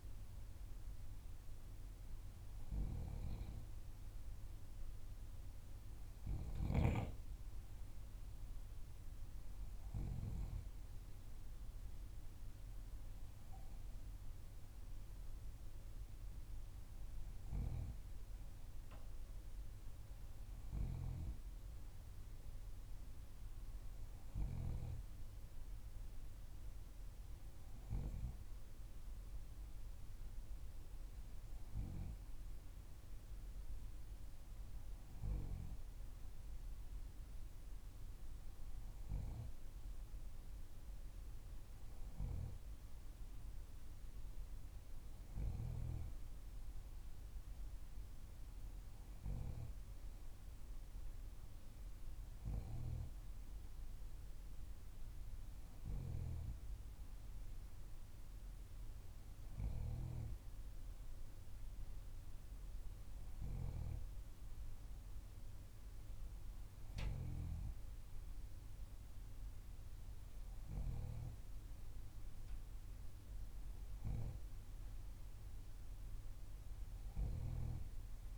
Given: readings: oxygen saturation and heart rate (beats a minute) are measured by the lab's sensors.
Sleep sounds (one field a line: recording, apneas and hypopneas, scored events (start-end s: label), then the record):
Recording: breathing in sleep by a room microphone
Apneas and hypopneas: none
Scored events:
none scored
From the record:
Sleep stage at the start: N3 (deep sleep)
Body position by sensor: on the back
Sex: female